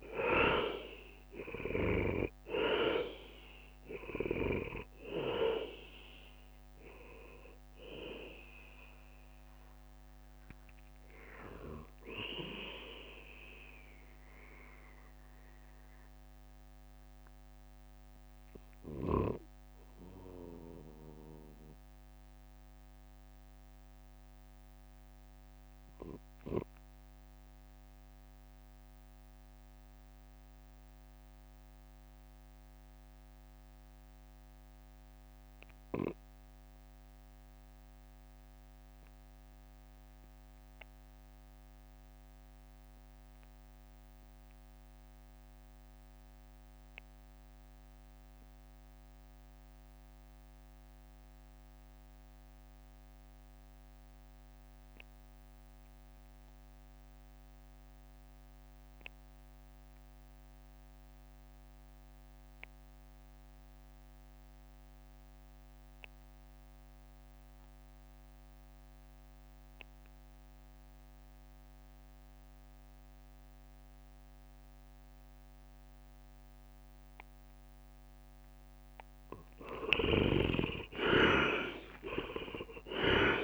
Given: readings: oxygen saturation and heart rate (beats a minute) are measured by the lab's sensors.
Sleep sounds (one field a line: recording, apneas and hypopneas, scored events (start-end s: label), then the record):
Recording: breathing in sleep by a microphone on the trachea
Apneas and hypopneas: 1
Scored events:
0.00-12.00 s: drop in pulse transit time (device-marked, heart rate 66 extreme)
0.00-30.00 s: oxygen desaturation (device-marked, oxygen 73% lowest, heart rate 52 extreme)
13.50-78.50 s: mixed apnea (oxygen 85% before, 72% lowest, heart rate 72 before, 52 extreme, up 21 after)
54.00-83.44 s: oxygen desaturation (device-marked, oxygen 98% before, 72% lowest, heart rate 55 before, 54 extreme)
79.50-83.44 s: arousal
81.00-83.44 s: drop in pulse transit time (device-marked, heart rate 60 before, 57 extreme)
From the record:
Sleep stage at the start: REM sleep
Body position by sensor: on the right side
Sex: male